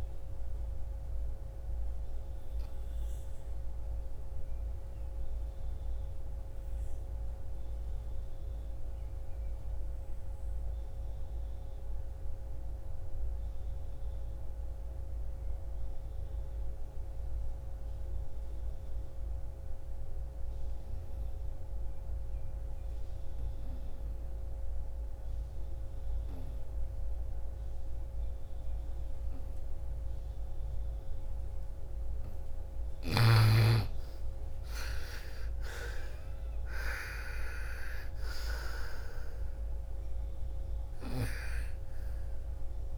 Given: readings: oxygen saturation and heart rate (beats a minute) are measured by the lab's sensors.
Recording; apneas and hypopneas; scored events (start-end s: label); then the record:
breathing in sleep by a room microphone; 1
0.00-8.50 s: oxygen desaturation (device-marked, oxygen 82% lowest, heart rate 57 extreme)
1.00-31.50 s: obstructive apnea (oxygen 99% before, 77% lowest, heart rate 67 before, 56 extreme, up 12 after)
19.50-42.97 s: oxygen desaturation (device-marked, oxygen 99% before, 77% lowest, heart rate 60 before, 37 extreme)
32.50-36.50 s: arousal
From the record:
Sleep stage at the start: N2 (light sleep); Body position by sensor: on the right side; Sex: female